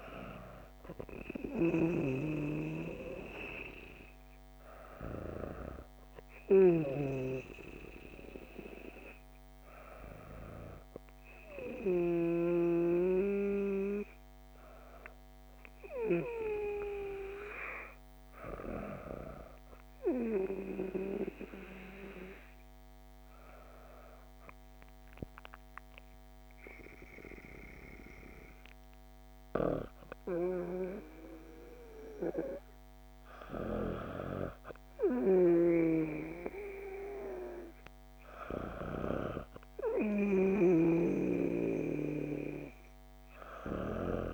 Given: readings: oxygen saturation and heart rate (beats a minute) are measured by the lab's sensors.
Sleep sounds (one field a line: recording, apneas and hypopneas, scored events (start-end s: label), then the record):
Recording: breathing in sleep by a microphone on the trachea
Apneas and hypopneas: none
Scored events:
none scored
From the record:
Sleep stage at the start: N2 (light sleep)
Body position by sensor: on the back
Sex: female